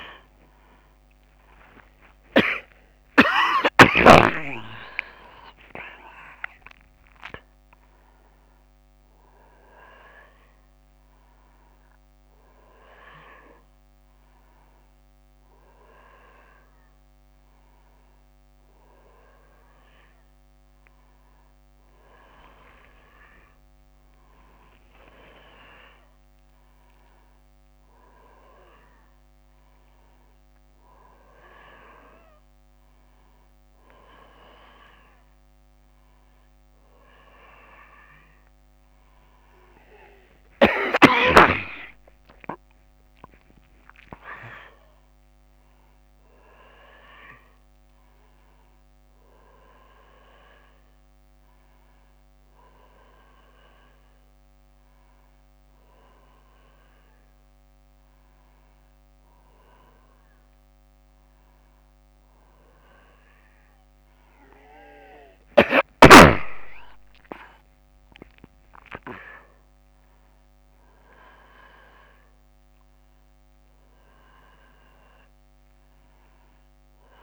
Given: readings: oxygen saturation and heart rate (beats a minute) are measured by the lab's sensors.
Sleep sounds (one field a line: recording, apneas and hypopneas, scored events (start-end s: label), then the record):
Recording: a person awake in a sleep study, by a microphone on the trachea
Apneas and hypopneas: none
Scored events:
none scored
From the record:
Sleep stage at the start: awake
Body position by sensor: on the back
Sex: male